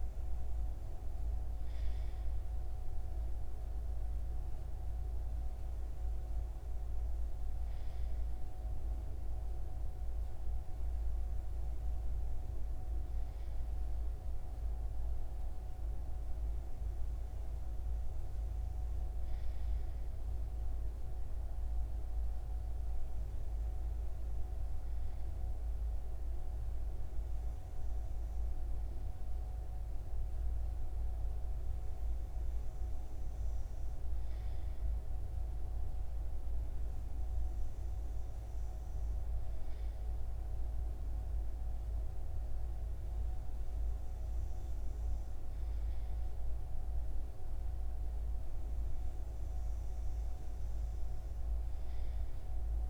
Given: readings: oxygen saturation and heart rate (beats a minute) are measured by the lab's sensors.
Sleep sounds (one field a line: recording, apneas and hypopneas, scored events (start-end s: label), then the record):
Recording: breathing in sleep, hard to hear, by a room microphone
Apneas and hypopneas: none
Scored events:
none scored
From the record:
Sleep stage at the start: N2 (light sleep)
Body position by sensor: on the right side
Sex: male